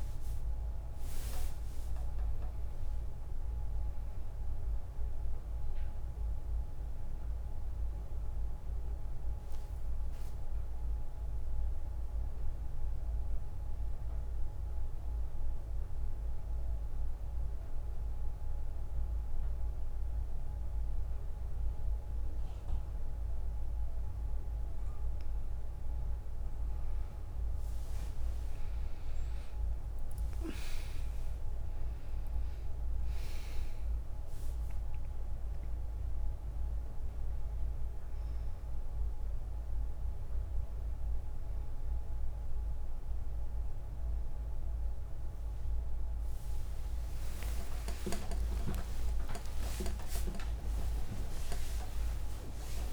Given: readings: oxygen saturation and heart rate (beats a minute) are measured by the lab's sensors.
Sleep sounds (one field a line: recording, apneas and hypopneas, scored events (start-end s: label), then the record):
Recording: breathing in sleep by a room microphone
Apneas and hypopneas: 1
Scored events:
0.00-18.50 s: oxygen desaturation (device-marked, oxygen 93% lowest, heart rate 57 extreme)
12.00-24.50 s: mixed apnea (oxygen 100% before, 93% lowest, heart rate 72 before, 57 extreme, up 21 after)
26.50-31.00 s: arousal
28.00-30.00 s: long interval between heartbeats (device-marked, heart rate 61 before, 71 extreme)
33.00-35.00 s: long interval between heartbeats (device-marked, heart rate 64 before, 80 extreme)
33.50-49.50 s: oxygen desaturation (device-marked, oxygen 100% before, 96% lowest, heart rate 65 before, 57 extreme)
47.50-49.50 s: long interval between heartbeats (device-marked, heart rate 72 before, 68 extreme)
47.50-52.50 s: arousal
From the record:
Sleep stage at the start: N1 (lightest sleep)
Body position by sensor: on the right side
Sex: female